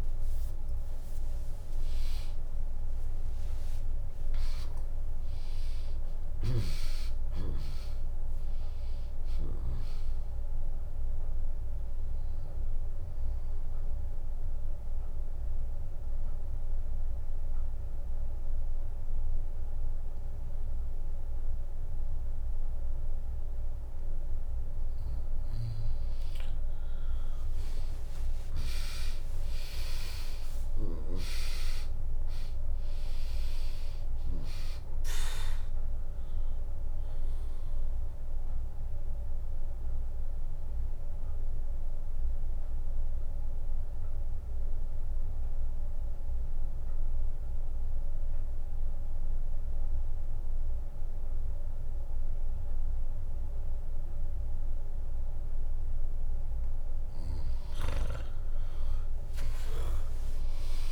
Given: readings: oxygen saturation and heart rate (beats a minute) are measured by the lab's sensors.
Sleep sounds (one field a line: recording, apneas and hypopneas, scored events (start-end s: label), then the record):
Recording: breathing in sleep by a room microphone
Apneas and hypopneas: 2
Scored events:
0.00-3.50 s: arousal
2.50-14.50 s: drop in pulse transit time (device-marked, heart rate 66 before, 69 extreme)
12.50-23.50 s: obstructive apnea (oxygen 100% before, 95% lowest, heart rate 73 before, 59 extreme, up 0 after)
26.50-31.00 s: arousal
34.50-49.50 s: drop in pulse transit time (device-marked, heart rate 73 before, 68 extreme)
34.50-51.50 s: oxygen desaturation (device-marked, oxygen 99% before, 96% lowest, heart rate 73 before, 59 extreme)
39.00-55.50 s: obstructive apnea (oxygen 99% before, 94% lowest, heart rate 71 before, 59 extreme)
58.50-60.92 s: arousal
From the record:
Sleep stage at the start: N2 (light sleep)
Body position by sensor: on the back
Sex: female